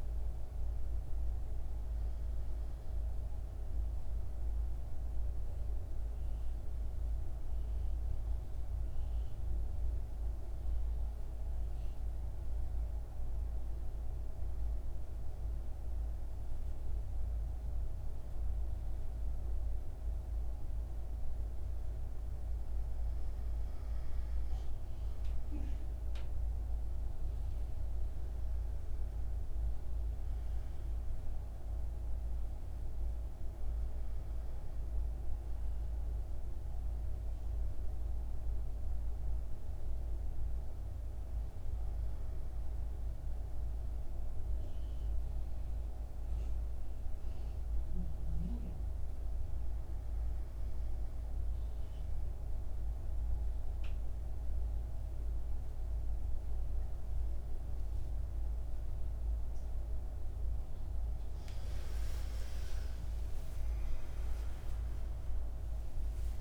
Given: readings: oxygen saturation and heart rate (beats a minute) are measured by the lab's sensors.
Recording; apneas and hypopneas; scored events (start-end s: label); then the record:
breathing in sleep, hard to hear, by a room microphone; 2
0.00-4.00 s: oxygen desaturation (device-marked, oxygen 87% lowest, heart rate 56 extreme)
4.00-22.00 s: central apnea (oxygen 99% before, 90% lowest, heart rate 65 before, 56 extreme, up 4 after)
26.50-30.50 s: arousal
27.00-48.00 s: oxygen desaturation (device-marked, oxygen 98% before, 90% lowest, heart rate 60 before, 57 extreme)
37.50-60.00 s: mixed apnea (oxygen 99% before, 90% lowest, heart rate 60 before, 57 extreme, up 15 after)
62.00-66.41 s: arousal
From the record:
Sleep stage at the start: N1 (lightest sleep); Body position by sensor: on the back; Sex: male